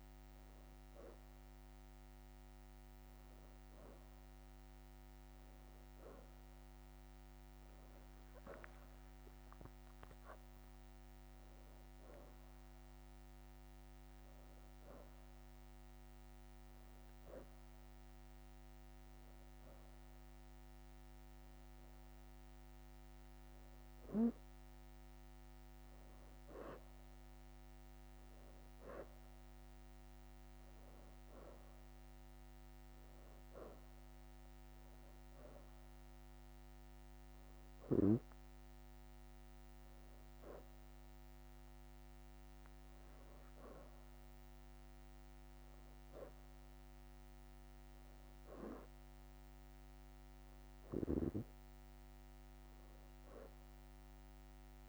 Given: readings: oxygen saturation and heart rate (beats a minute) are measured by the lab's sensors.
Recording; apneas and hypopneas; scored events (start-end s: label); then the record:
breathing in sleep by a microphone on the trachea; 1
0.00-9.00 s: oxygen desaturation (device-marked, oxygen 92% lowest, heart rate 84 extreme)
3.00-6.50 s: leg movement (device-marked)
9.00-13.00 s: arousal
16.50-27.50 s: hypopnea (oxygen 96% before, 89% lowest, heart rate 87 before, 84 extreme, up 3 after)
29.50-34.00 s: arousal
30.00-32.50 s: leg movement (device-marked)
35.00-47.00 s: oxygen desaturation (device-marked, oxygen 93% before, 89% lowest, heart rate 86 before, 84 extreme)
43.50-44.50 s: leg movement (device-marked)
From the record:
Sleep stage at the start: N2 (light sleep); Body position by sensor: on the back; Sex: female